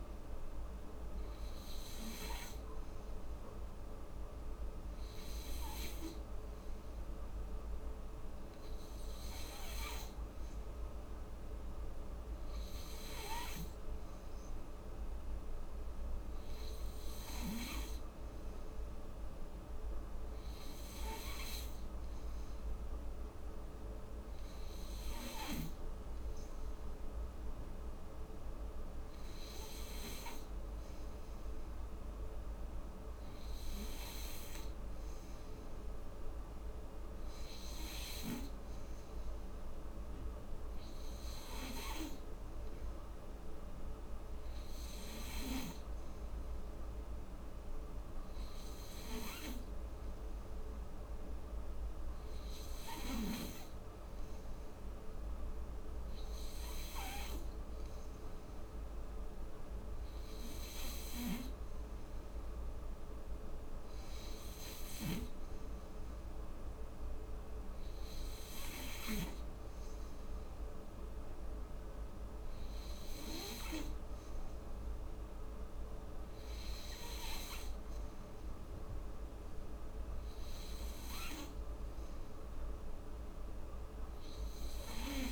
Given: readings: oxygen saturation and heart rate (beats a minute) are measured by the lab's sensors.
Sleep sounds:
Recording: breathing in sleep by a room microphone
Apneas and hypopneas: none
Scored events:
none scored
From the record:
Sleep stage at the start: N3 (deep sleep)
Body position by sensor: on the back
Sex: female

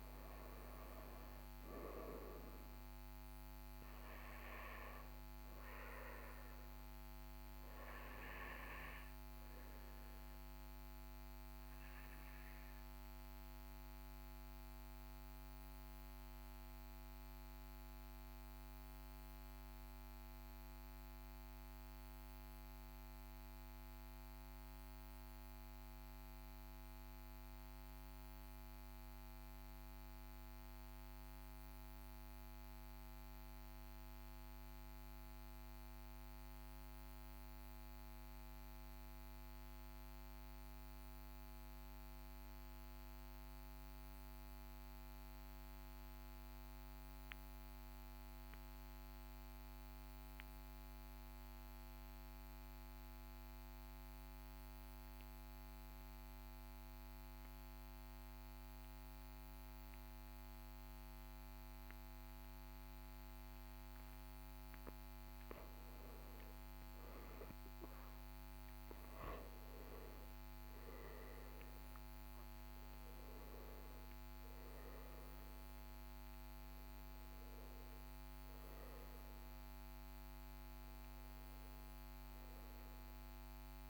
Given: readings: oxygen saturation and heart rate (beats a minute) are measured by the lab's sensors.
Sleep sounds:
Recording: breathing in sleep, hard to hear, by a microphone on the trachea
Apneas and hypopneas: 1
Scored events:
10.00-22.00 s: oxygen desaturation (device-marked, oxygen 93% before, 90% lowest, heart rate 43 before, 39 extreme)
10.50-63.50 s: mixed apnea (oxygen 96% before, 89% lowest, heart rate 43 before, 39 extreme, up 5 after)
65.50-70.50 s: arousal
From the record:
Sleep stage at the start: N2 (light sleep)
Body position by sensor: on the back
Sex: male

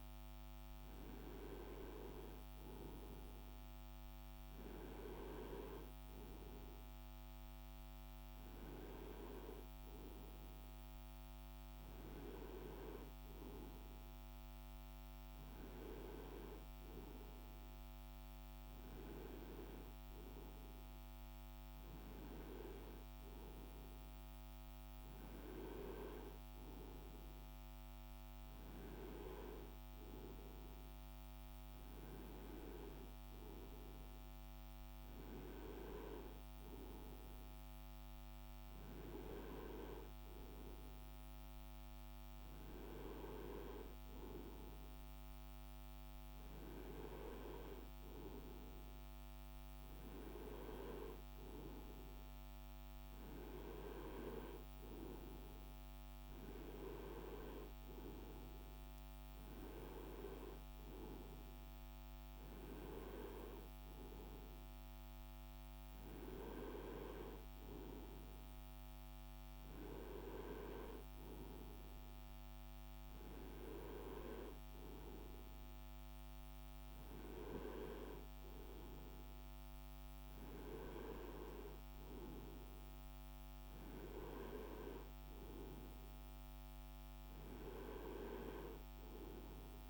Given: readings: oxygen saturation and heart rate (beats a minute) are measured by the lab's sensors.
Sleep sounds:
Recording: breathing in sleep by a microphone on the trachea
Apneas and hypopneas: none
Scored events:
none scored
From the record:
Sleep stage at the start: N2 (light sleep)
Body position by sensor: on the right side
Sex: male

